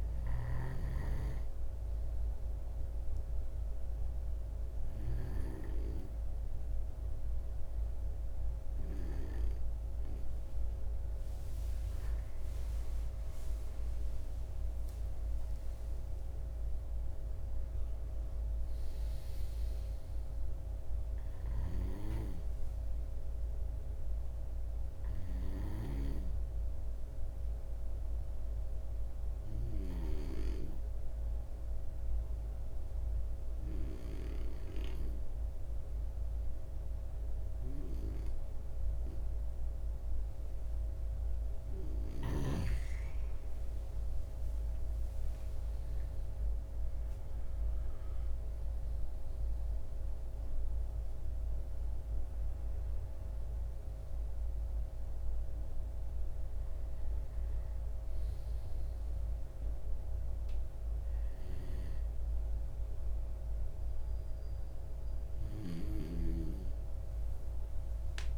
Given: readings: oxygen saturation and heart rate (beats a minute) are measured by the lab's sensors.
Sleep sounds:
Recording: breathing in sleep by a room microphone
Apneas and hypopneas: 2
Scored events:
1.50-11.50 s: obstructive apnea (oxygen 92% before, 90% lowest)
13.00-17.00 s: arousal
27.00-41.50 s: obstructive apnea (oxygen 97% before, 90% lowest)
45.00-49.50 s: arousal
50.00-68.38 s: oxygen desaturation (device-marked, oxygen 96% before, 90% lowest)
From the record:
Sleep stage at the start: N2 (light sleep)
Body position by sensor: on the left side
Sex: male

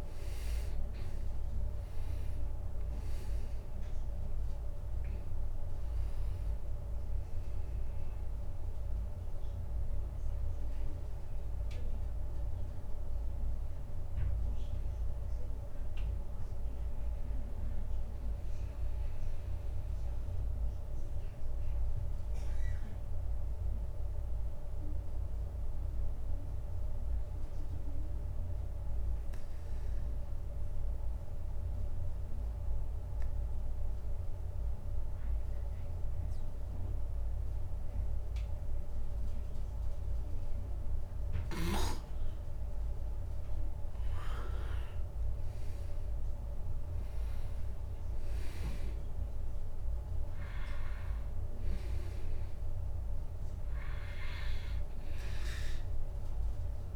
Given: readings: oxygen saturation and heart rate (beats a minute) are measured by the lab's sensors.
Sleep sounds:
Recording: breathing in sleep, hard to hear, by a room microphone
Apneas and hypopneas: 1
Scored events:
0.00-3.00 s: arousal
0.00-27.50 s: oxygen desaturation (device-marked, oxygen 88% lowest, heart rate 28 extreme)
20.00-42.00 s: obstructive apnea (oxygen 98% before, 88% lowest, heart rate 45 before, 35 extreme, up 39 after)
43.50-47.50 s: arousal
48.50-56.96 s: oxygen desaturation (device-marked, oxygen 99% before, 93% lowest, heart rate 62 before, 38 extreme)
From the record:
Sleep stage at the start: N2 (light sleep)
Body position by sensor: on the back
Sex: male

